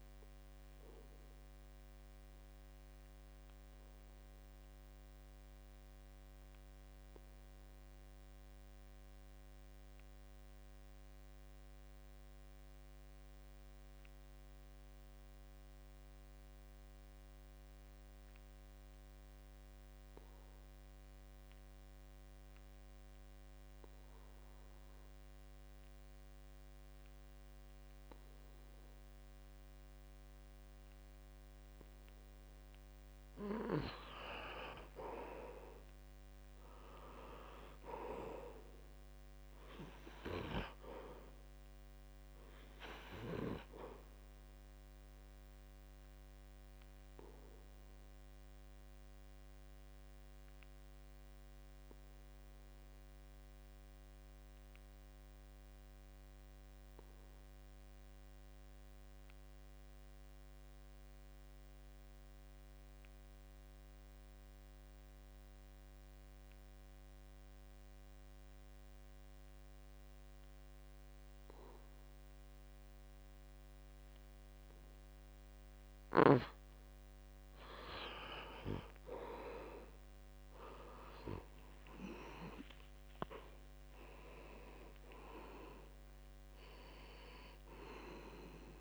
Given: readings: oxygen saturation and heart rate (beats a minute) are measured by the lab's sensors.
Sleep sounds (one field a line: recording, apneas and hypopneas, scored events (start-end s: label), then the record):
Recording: breathing in sleep by a microphone on the trachea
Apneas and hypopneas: 2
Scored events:
0.00-17.00 s: oxygen desaturation (device-marked, oxygen 74% lowest, heart rate 66 extreme)
3.00-32.00 s: obstructive apnea (oxygen 90% before, 74% lowest, heart rate 76 before, 66 extreme, up 9 after)
28.00-30.00 s: long interval between heartbeats (device-marked, heart rate 69 before, 69 extreme)
28.00-59.00 s: oxygen desaturation (device-marked, oxygen 97% before, 78% lowest, heart rate 69 before, 66 extreme)
35.00-38.50 s: arousal
48.00-76.50 s: obstructive apnea (oxygen 97% before, 77% lowest, heart rate 74 before, 66 extreme, up 13 after)
55.50-57.50 s: long interval between heartbeats (device-marked, heart rate 73 before, 71 extreme)
66.00-88.81 s: oxygen desaturation (device-marked, oxygen 96% before, 77% lowest, heart rate 70 before, 64 extreme)
81.00-86.00 s: arousal
From the record:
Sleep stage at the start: N2 (light sleep)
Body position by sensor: on the back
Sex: male